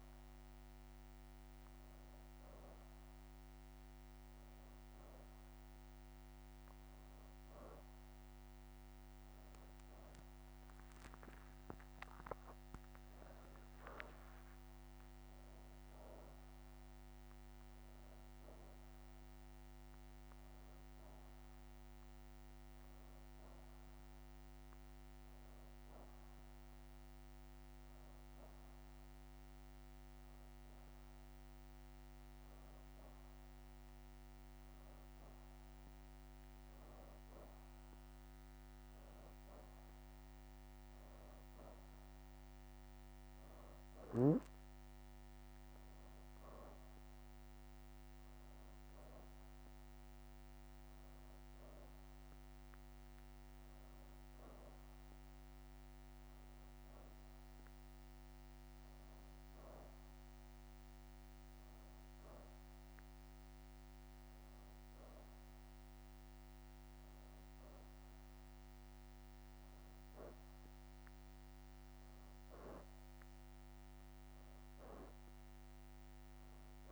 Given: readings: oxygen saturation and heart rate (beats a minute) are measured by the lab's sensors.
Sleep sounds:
breathing in sleep, hard to hear, by a microphone on the trachea; none
0.00-2.50 s: oxygen desaturation (device-marked, oxygen 89% lowest, heart rate 84 extreme)
12.50-15.50 s: leg movement (device-marked)
13.00-17.00 s: arousal
54.00-56.00 s: leg movement (device-marked)
From the record:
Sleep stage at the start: N2 (light sleep); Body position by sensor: on the back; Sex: female

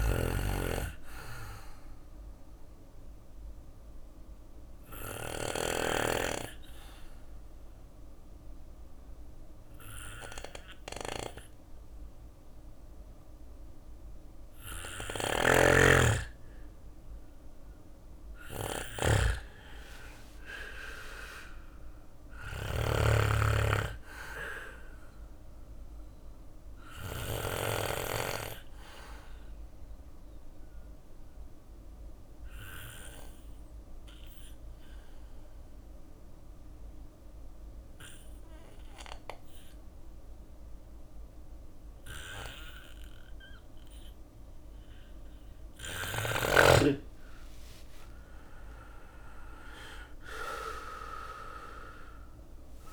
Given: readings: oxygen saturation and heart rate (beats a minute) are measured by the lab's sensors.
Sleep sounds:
breathing in sleep by a room microphone; 2
0.00-4.50 s: snoring (device-marked)
0.00-13.50 s: oxygen desaturation (device-marked, oxygen 92% lowest, heart rate 58 extreme)
1.50-13.50 s: obstructive apnea (oxygen 97% before, 92% lowest, heart rate 63 before, 58 extreme, up 3 after)
14.00-26.50 s: snoring (device-marked)
18.50-22.00 s: arousal
23.50-34.50 s: bradycardia (device-marked, heart rate 62 before, 58 extreme)
23.50-42.50 s: oxygen desaturation (device-marked, oxygen 98% before, 94% lowest, heart rate 62 before, 58 extreme)
28.00-44.00 s: obstructive apnea (oxygen 98% before, 92% lowest, heart rate 62 before, 59 extreme, up 7 after)
46.50-50.00 s: arousal
50.50-52.93 s: drop in pulse transit time (device-marked, heart rate 61 before, 59 extreme)
From the record:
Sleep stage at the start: N2 (light sleep); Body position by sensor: on the back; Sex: male

